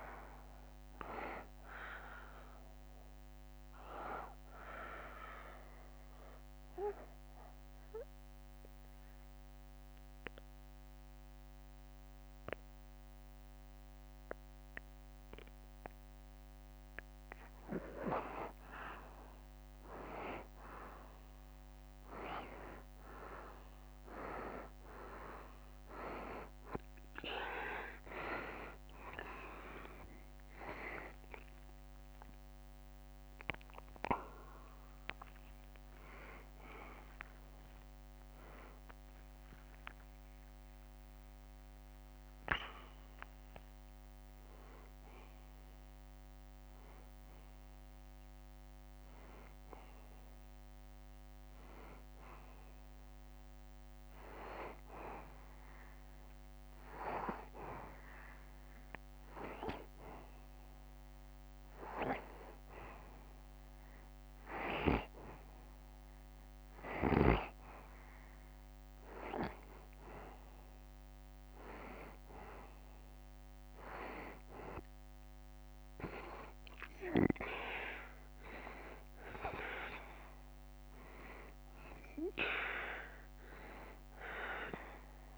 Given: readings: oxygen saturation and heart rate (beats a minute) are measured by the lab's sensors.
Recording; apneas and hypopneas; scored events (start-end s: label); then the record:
breathing in sleep by a microphone on the trachea; 2
0.00-8.00 s: oxygen desaturation (device-marked, oxygen 88% lowest, heart rate 70 extreme)
0.00-9.00 s: drop in pulse transit time (device-marked, heart rate 75 extreme)
2.50-18.00 s: obstructive apnea (oxygen 95% before, 88% lowest, heart rate 75 before, 70 extreme, up 1 after)
20.00-24.00 s: arousal
24.00-45.00 s: oxygen desaturation (device-marked, oxygen 95% before, 88% lowest, heart rate 73 before, 73 extreme)
37.00-39.00 s: long interval between heartbeats (device-marked, heart rate 74 before, 90 extreme)
41.00-43.00 s: long interval between heartbeats (device-marked, heart rate 78 before, 99 extreme)
47.00-51.00 s: arousal
47.00-59.00 s: drop in pulse transit time (device-marked, heart rate 84 before, 74 extreme)
56.00-67.00 s: hypopnea (oxygen 95% before, 87% lowest, heart rate 86 before, 73 extreme, up 1 after)
71.00-75.50 s: arousal
From the record:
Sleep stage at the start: N2 (light sleep); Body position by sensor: on the back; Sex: male